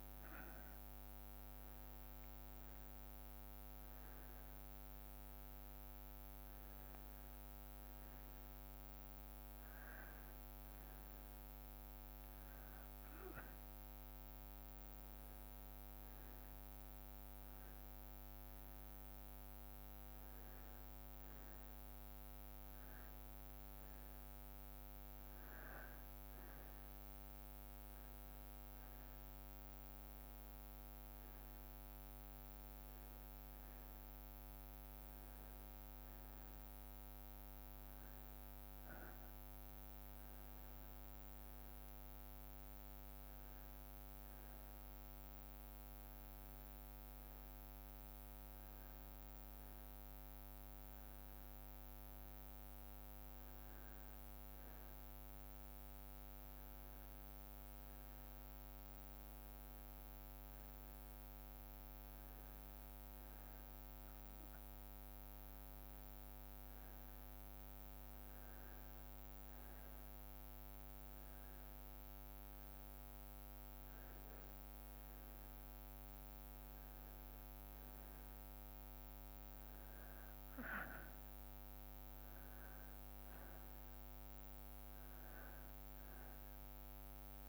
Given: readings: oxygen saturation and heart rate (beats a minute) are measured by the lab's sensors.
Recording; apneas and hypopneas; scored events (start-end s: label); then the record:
breathing in sleep, hard to hear, by a microphone on the trachea; none
none scored
From the record:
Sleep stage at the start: N2 (light sleep); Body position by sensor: on the back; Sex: male